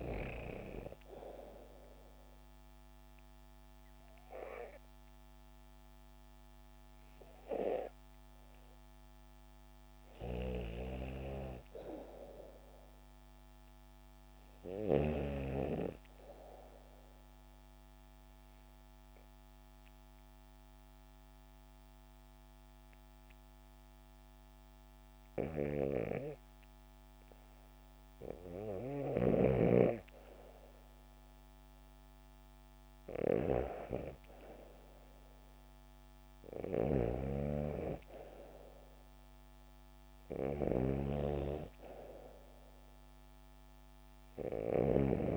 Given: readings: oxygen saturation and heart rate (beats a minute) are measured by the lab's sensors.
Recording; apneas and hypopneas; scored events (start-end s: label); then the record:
breathing in sleep by a microphone on the trachea; 1
16.00-29.50 s: obstructive apnea (oxygen 97% before, 93% lowest, heart rate 74 before, 69 extreme, up 3 after)
32.50-36.50 s: arousal
34.00-45.37 s: oxygen desaturation (device-marked, oxygen 96% before, 93% lowest, heart rate 71 before, 69 extreme)
40.50-44.50 s: snoring (device-marked)
From the record:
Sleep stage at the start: REM sleep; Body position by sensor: on the back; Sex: female